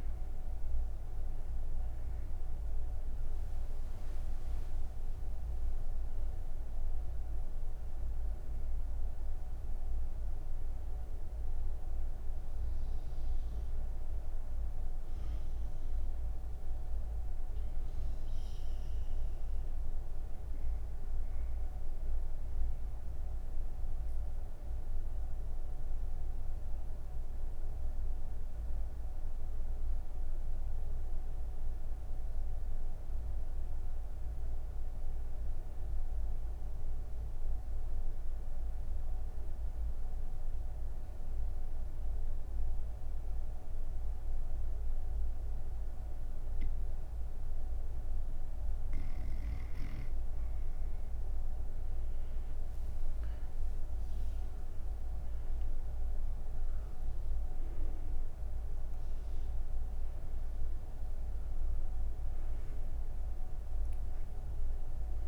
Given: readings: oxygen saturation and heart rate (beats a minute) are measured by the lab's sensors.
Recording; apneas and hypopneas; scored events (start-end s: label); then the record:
breathing in sleep, hard to hear, by a room microphone; none
8.50-33.50 s: oxygen desaturation (device-marked, oxygen 96% before, 89% lowest)
56.50-61.50 s: oxygen desaturation (device-marked, oxygen 98% before, 95% lowest)
From the record:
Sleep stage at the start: N1 (lightest sleep); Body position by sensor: on the right side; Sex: female